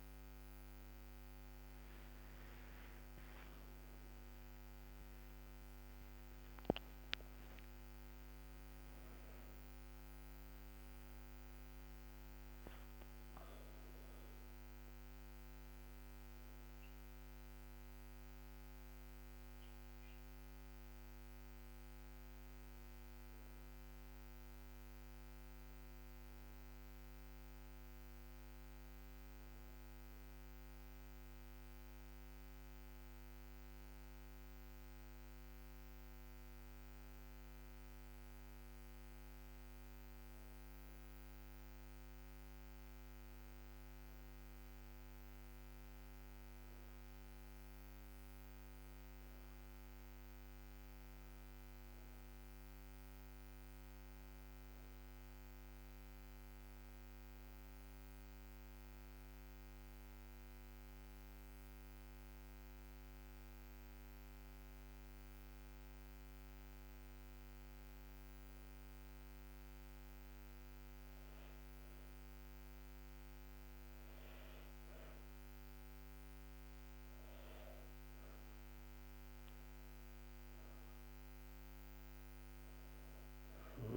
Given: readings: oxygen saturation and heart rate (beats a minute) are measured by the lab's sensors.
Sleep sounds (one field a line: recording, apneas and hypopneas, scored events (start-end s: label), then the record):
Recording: a person partly awake in a sleep study, hard to hear, by a microphone on the trachea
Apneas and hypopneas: 2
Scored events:
0.00-7.50 s: oxygen desaturation (device-marked, oxygen 94% lowest, heart rate 69 extreme)
19.50-49.50 s: new sleep stage, N1 (lightest sleep)
26.00-37.50 s: hypopnea (oxygen 98% before, 94% lowest, heart rate 117 before, 67 extreme, up 6 after)
40.00-44.00 s: arousal
49.50-83.97 s: new sleep stage, N2 (light sleep)
57.50-71.50 s: hypopnea (oxygen 98% before, 94% lowest, heart rate 73 before, 71 extreme, up 2 after)
75.50-83.97 s: oxygen desaturation (device-marked, oxygen 97% before, 94% lowest, heart rate 73 before, 70 extreme)
76.50-80.00 s: arousal
From the record:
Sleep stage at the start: awake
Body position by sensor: on the back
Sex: female